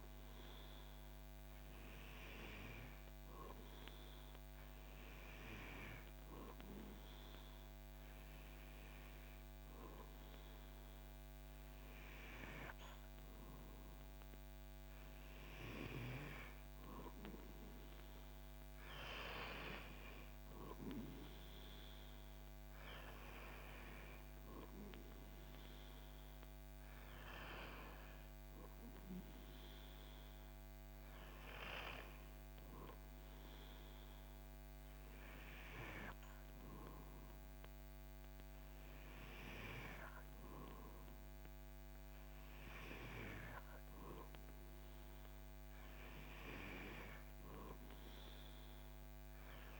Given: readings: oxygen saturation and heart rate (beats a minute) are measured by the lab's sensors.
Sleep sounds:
breathing in sleep by a microphone on the trachea; none
none scored
From the record:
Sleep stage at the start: N2 (light sleep); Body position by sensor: on the back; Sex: male

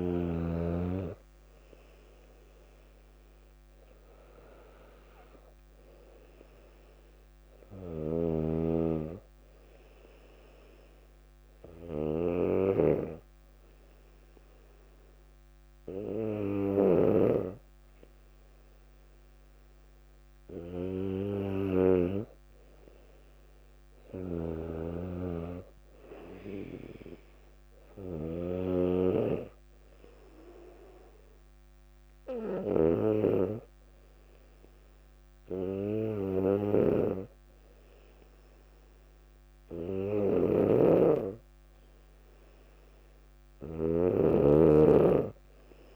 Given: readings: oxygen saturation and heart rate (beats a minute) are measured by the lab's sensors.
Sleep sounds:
breathing in sleep by a microphone on the trachea; 1
8.00-17.50 s: snoring (device-marked)
10.00-22.50 s: hypopnea (oxygen 99% before, 95% lowest, heart rate 62 before, 59 extreme, up 2 after)
24.50-33.00 s: snoring (device-marked)
25.00-28.00 s: arousal
40.50-45.96 s: snoring (device-marked)
From the record:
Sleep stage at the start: N2 (light sleep); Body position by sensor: on the back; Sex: female

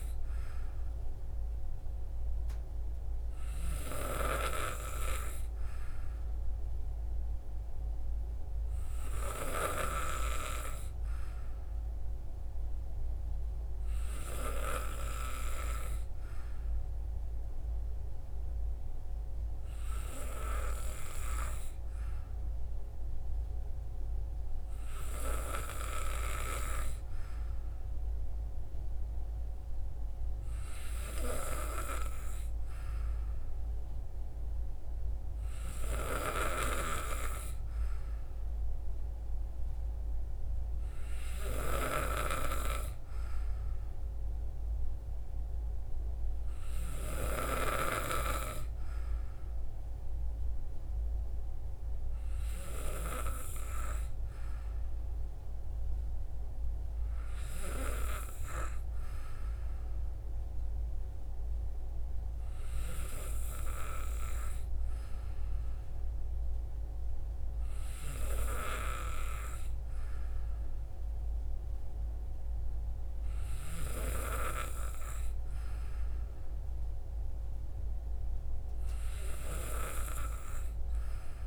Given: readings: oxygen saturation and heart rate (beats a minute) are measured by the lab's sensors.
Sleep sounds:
breathing in sleep by a room microphone; none
none scored
From the record:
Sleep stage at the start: N2 (light sleep); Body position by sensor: on the back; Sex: male

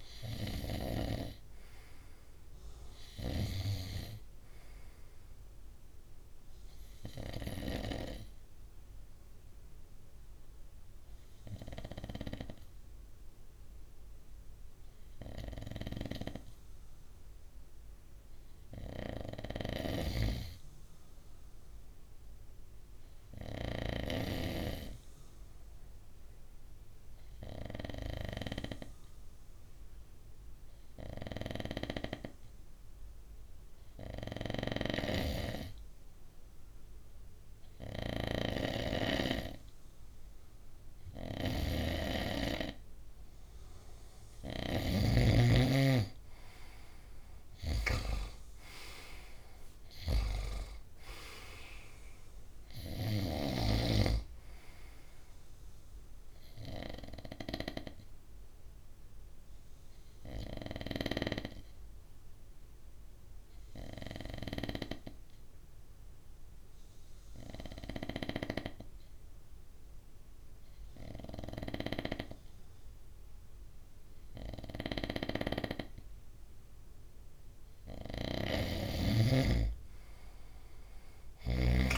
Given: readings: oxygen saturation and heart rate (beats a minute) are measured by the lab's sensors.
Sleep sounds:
breathing in sleep by a room microphone; 2
0.00-16.00 s: oxygen desaturation (device-marked, oxygen 93% lowest, heart rate 55 extreme)
10.50-42.00 s: obstructive apnea (oxygen 97% before, 93% lowest, heart rate 64 before, 55 extreme, up 10 after)
43.00-56.00 s: oxygen desaturation (device-marked, oxygen 96% before, 93% lowest, heart rate 59 before, 61 extreme)
44.50-48.00 s: arousal
57.00-76.50 s: obstructive apnea (oxygen 97% before, 93% lowest, heart rate 65 before, 59 extreme, up 7 after)
79.00-81.98 s: arousal
From the record:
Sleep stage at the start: N2 (light sleep); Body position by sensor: on the right side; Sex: male

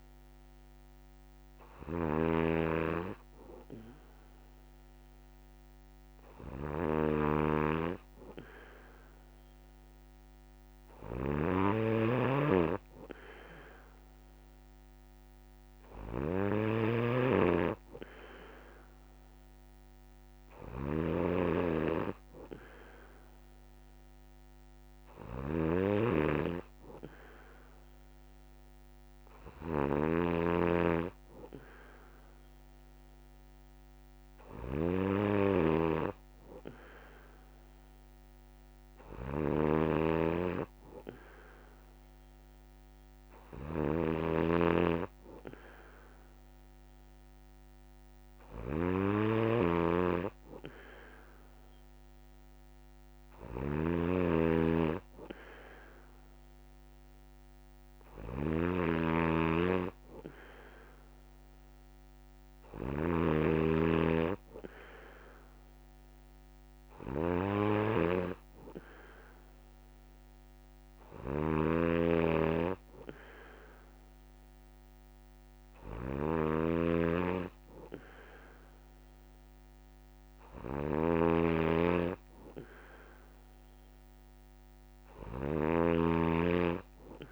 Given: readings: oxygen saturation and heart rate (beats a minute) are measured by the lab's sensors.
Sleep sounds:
breathing in sleep by a microphone on the trachea; none
0.00-87.32 s: snoring (device-marked)
From the record:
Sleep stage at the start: N1 (lightest sleep); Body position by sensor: on the back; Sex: male

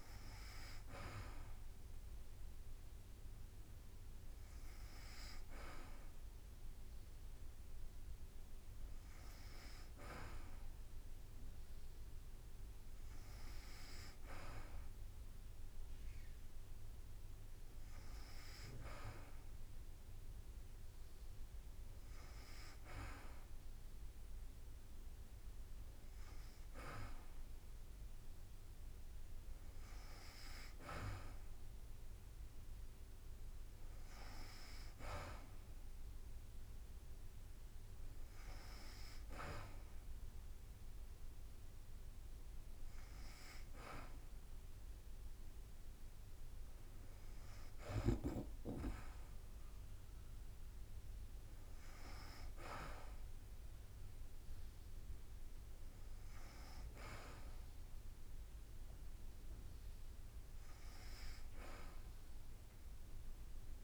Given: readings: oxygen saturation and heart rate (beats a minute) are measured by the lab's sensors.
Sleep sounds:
breathing in sleep by a room microphone; none
25.00-37.00 s: drop in pulse transit time (device-marked, heart rate 52 before, 52 extreme)
From the record:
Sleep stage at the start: N2 (light sleep); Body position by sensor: on the back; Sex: female

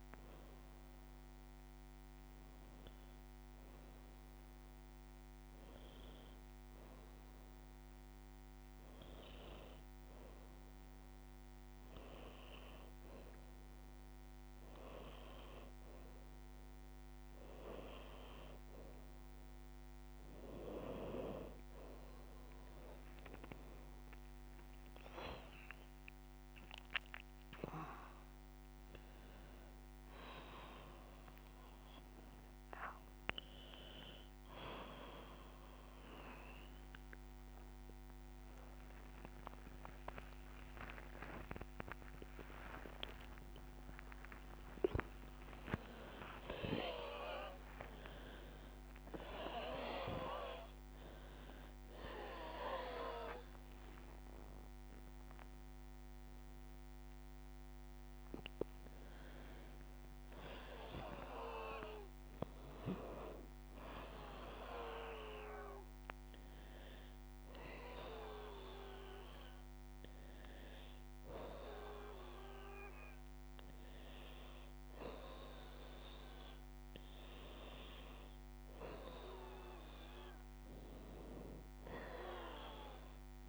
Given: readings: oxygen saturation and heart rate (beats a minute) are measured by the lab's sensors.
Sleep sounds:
a person partly awake in a sleep study, by a microphone on the trachea; 1
1.00-3.00 s: long interval between heartbeats (device-marked)
1.50-5.50 s: drop in pulse transit time (device-marked)
8.50-41.50 s: bradycardia (device-marked)
15.00-17.00 s: long interval between heartbeats (device-marked)
16.50-46.50 s: new sleep stage, awake
22.50-24.50 s: long interval between heartbeats (device-marked)
26.50-28.50 s: long interval between heartbeats (device-marked)
38.50-40.50 s: long interval between heartbeats (device-marked)
38.50-51.50 s: drop in pulse transit time (device-marked)
41.50-43.50 s: long interval between heartbeats (device-marked)
43.00-44.00 s: leg movement (device-marked)
46.00-48.00 s: long interval between heartbeats (device-marked)
46.50-83.48 s: new sleep stage, N1 (lightest sleep)
47.00-53.00 s: leg movement (device-marked)
49.00-51.00 s: long interval between heartbeats (device-marked, heart rate 36 before, 80 extreme)
49.50-55.50 s: bradycardia (device-marked, heart rate 62 before, 58 extreme)
53.00-55.00 s: long interval between heartbeats (device-marked, heart rate 47 before, 58 extreme)
67.50-78.00 s: hypopnea (oxygen 93% before, 85% lowest, heart rate 72 before, 78 extreme, up 5 after)
79.50-83.48 s: arousal
81.50-83.48 s: oxygen desaturation (device-marked, oxygen 93% before, 89% lowest, heart rate 84 before, 72 extreme)
From the record:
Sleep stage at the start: N1 (lightest sleep); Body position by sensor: on the back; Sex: female

